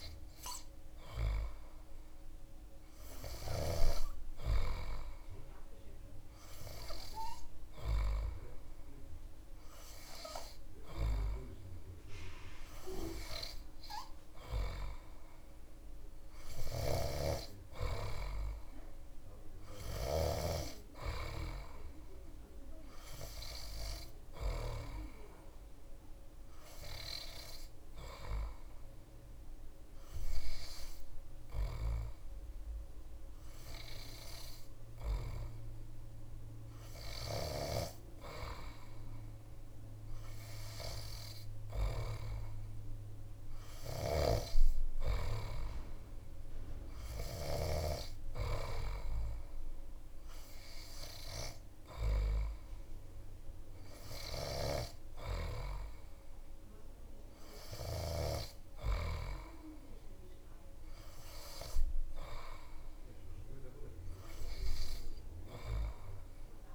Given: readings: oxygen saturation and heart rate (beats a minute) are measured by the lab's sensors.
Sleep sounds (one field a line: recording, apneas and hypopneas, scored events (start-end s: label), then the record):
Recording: breathing in sleep by a room microphone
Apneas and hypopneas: none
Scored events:
none scored
From the record:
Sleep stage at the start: N3 (deep sleep)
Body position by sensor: on the back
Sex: male